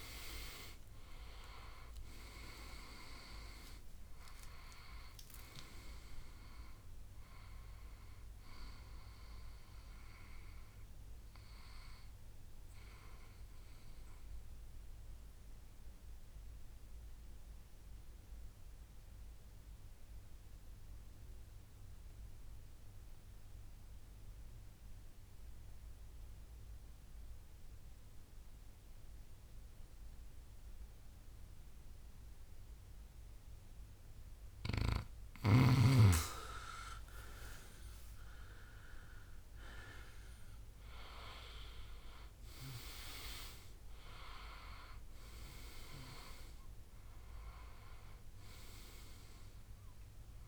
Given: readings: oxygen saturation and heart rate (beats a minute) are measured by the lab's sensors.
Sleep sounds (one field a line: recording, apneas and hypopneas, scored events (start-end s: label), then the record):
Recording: a person awake in a sleep study, by a room microphone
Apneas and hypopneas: none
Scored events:
0.00-20.50 s: oxygen desaturation (device-marked, oxygen 89% lowest, heart rate 61 extreme)
9.50-39.50 s: new sleep stage, awake
39.50-50.48 s: new sleep stage, N1 (lightest sleep)
39.50-50.48 s: oxygen desaturation (device-marked, oxygen 98% before, 93% lowest, heart rate 63 before, 62 extreme)
From the record:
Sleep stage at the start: N2 (light sleep)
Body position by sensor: on the back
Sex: male